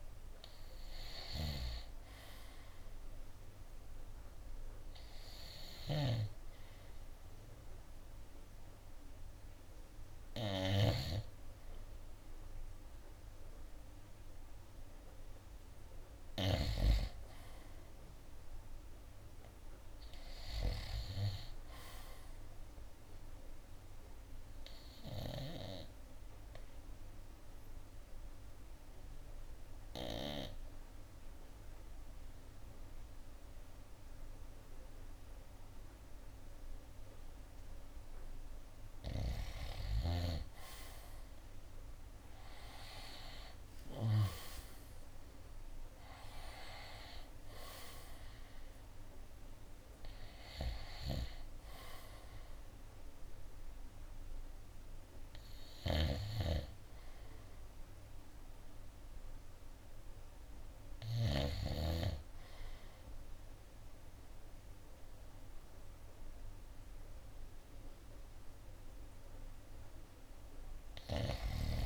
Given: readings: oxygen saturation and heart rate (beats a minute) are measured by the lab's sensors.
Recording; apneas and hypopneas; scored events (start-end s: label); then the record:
breathing in sleep by a room microphone; 1
16.00-19.50 s: arousal
20.50-30.50 s: drop in pulse transit time (device-marked, heart rate 72 before, 68 extreme)
24.00-39.00 s: obstructive apnea (oxygen 97% before, 88% lowest, heart rate 71 before, 58 extreme, up 20 after)
26.50-44.50 s: oxygen desaturation (device-marked, oxygen 95% before, 91% lowest, heart rate 71 before, 58 extreme)
41.00-43.50 s: arousal
44.50-59.50 s: drop in pulse transit time (device-marked, heart rate 67 before, 65 extreme)
52.50-66.50 s: oxygen desaturation (device-marked, oxygen 94% before, 88% lowest, heart rate 68 before, 65 extreme)
55.50-61.50 s: snoring (device-marked)
68.00-71.00 s: arousal
From the record:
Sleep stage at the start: N2 (light sleep); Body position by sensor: on the right side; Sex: male